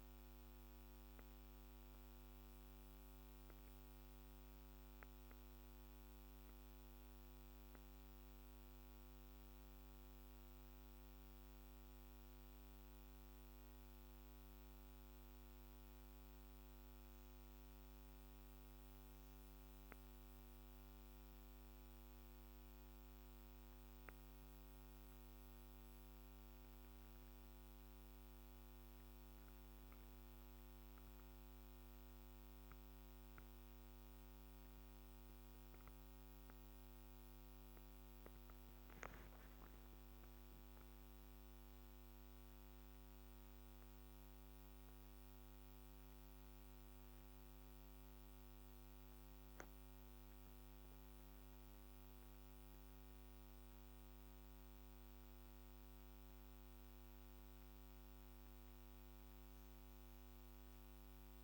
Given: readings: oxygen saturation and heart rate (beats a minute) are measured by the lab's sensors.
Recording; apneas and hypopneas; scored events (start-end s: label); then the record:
breathing in sleep, hard to hear, by a microphone on the trachea; none
none scored
From the record:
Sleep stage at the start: N1 (lightest sleep); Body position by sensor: on the back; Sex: female